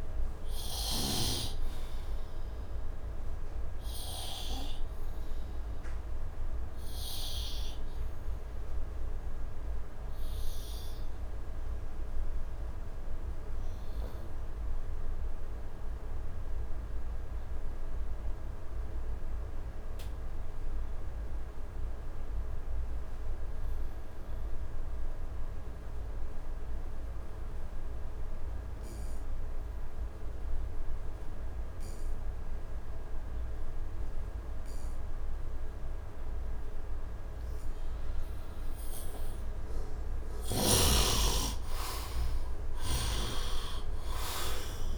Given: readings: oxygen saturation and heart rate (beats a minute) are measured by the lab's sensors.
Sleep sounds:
breathing in sleep by a room microphone; 1
0.00-1.00 s: snoring (device-marked)
0.00-21.50 s: oxygen desaturation (device-marked, oxygen 72% lowest, heart rate 71 extreme)
3.00-36.50 s: obstructive apnea (oxygen 96% before, 68% lowest, heart rate 84 before, 71 extreme, up 6 after)
23.50-44.98 s: oxygen desaturation (device-marked, oxygen 99% before, 68% lowest, heart rate 73 before, 71 extreme)
40.50-44.00 s: arousal
42.50-44.98 s: snoring (device-marked)
From the record:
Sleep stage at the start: N2 (light sleep); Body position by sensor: on the right side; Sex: male

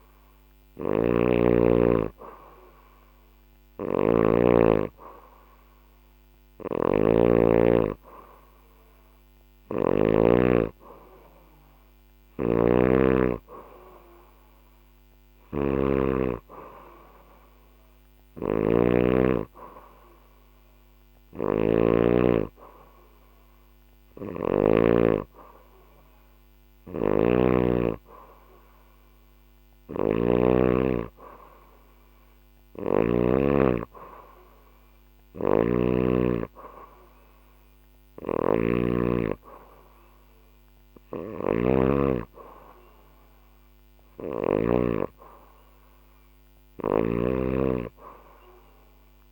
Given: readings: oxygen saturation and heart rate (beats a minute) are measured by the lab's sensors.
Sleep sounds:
breathing in sleep by a microphone on the trachea; none
0.00-9.50 s: snoring (device-marked)
11.50-24.00 s: snoring (device-marked)
26.00-32.50 s: snoring (device-marked)
34.50-44.00 s: snoring (device-marked)
From the record:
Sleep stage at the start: N2 (light sleep); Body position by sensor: on the back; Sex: female

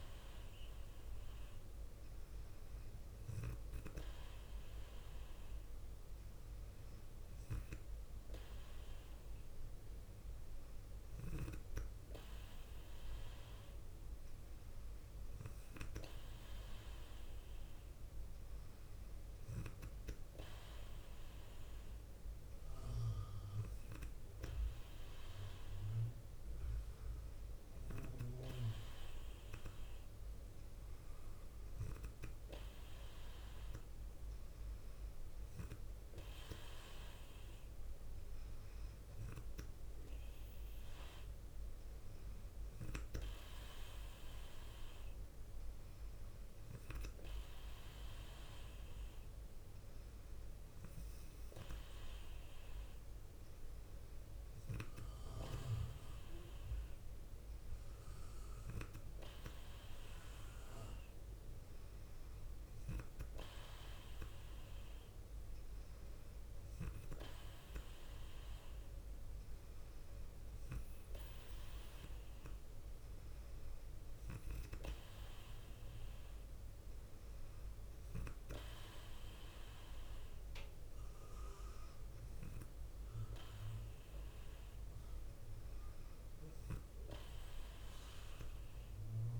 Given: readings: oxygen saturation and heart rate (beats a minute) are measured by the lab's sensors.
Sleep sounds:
breathing in sleep by a room microphone; none
none scored
From the record:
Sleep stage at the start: N2 (light sleep); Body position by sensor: on the left side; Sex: female

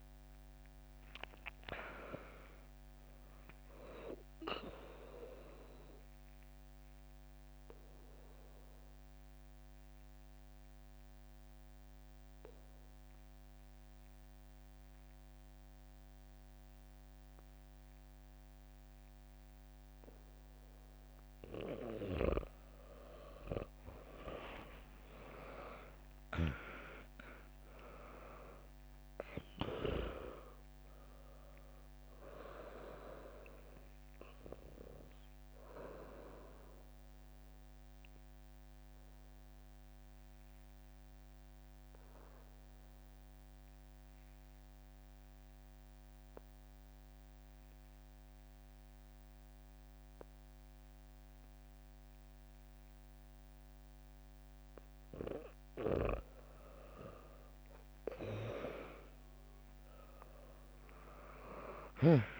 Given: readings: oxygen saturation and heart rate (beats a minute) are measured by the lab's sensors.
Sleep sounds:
breathing in sleep by a microphone on the trachea; 2
0.00-6.00 s: drop in pulse transit time (device-marked, heart rate 59 extreme)
5.50-22.00 s: obstructive apnea (oxygen 99% before, 95% lowest, heart rate 67 before, 61 extreme, up 3 after)
24.00-29.00 s: arousal
25.00-36.00 s: drop in pulse transit time (device-marked, heart rate 65 before, 63 extreme)
31.00-47.00 s: oxygen desaturation (device-marked, oxygen 99% before, 95% lowest, heart rate 63 before, 60 extreme)
38.00-55.50 s: obstructive apnea (oxygen 99% before, 95% lowest, heart rate 67 before, 60 extreme, up 3 after)
60.00-62.40 s: arousal
60.00-62.40 s: drop in pulse transit time (device-marked, heart rate 68 before, 60 extreme)
From the record:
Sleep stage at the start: N2 (light sleep); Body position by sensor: on the back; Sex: female

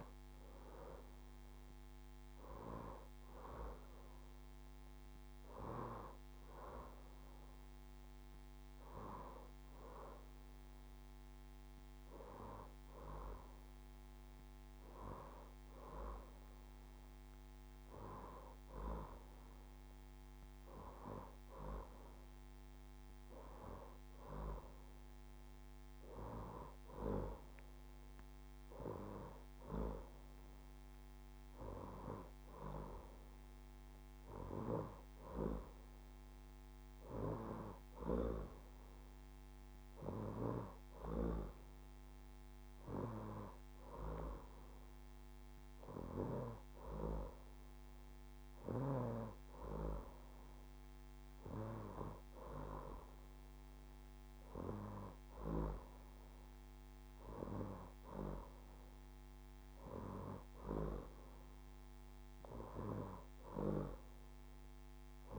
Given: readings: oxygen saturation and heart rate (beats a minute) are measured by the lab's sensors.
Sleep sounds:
breathing in sleep by a microphone on the trachea; none
none scored
From the record:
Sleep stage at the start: N2 (light sleep); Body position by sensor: on the left side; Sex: female

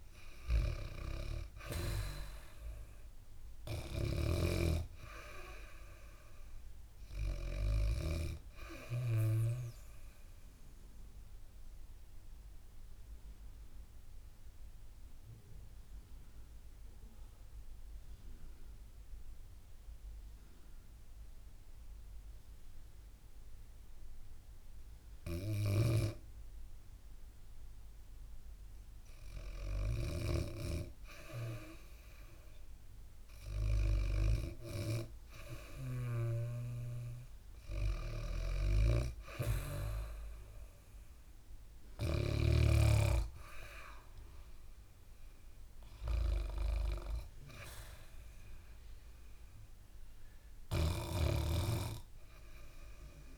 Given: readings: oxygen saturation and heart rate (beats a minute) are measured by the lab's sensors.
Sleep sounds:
breathing in sleep by a room microphone; 1
0.00-2.00 s: arousal
0.00-7.50 s: snoring (device-marked)
0.00-17.00 s: oxygen desaturation (device-marked, oxygen 94% lowest, heart rate 65 extreme)
9.50-28.00 s: obstructive apnea (oxygen 98% before, 93% lowest, heart rate 68 before, 65 extreme, up 1 after)
30.50-33.50 s: arousal
32.00-51.00 s: oxygen desaturation (device-marked, oxygen 98% before, 93% lowest, heart rate 67 before, 69 extreme)
50.00-53.38 s: snoring (device-marked)
From the record:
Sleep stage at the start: N2 (light sleep); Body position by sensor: on the back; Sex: female

